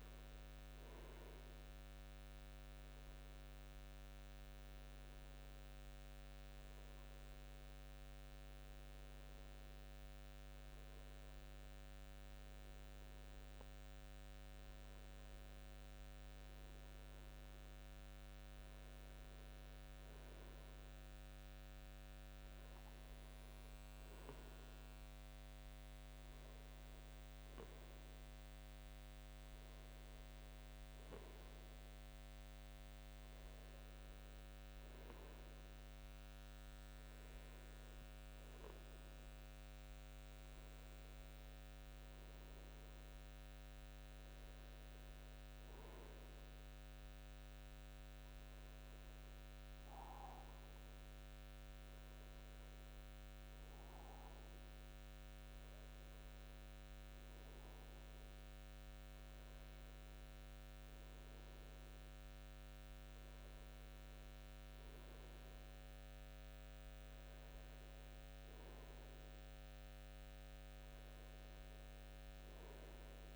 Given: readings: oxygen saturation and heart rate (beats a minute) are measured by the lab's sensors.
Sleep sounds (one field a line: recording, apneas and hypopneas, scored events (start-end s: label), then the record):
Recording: breathing in sleep, hard to hear, by a microphone on the trachea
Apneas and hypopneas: none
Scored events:
none scored
From the record:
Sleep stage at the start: N2 (light sleep)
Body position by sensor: on the front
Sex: male